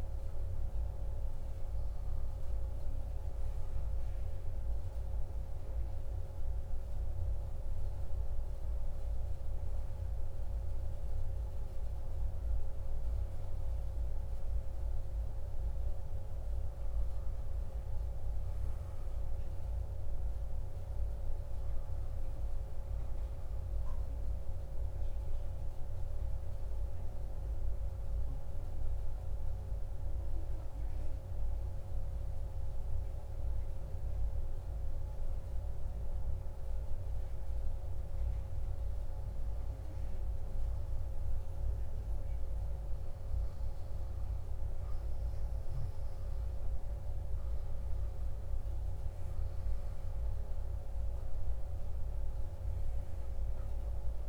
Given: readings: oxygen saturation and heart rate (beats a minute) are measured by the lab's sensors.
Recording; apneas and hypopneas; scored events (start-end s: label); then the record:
breathing in sleep, hard to hear, by a room microphone; 1
20.50-25.00 s: arousal
29.00-44.00 s: hypopnea (oxygen 99% before, 96% lowest, heart rate 54 before, 53 extreme, up 2 after)
46.50-50.50 s: arousal
From the record:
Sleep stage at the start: N1 (lightest sleep); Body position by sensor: on the back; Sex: male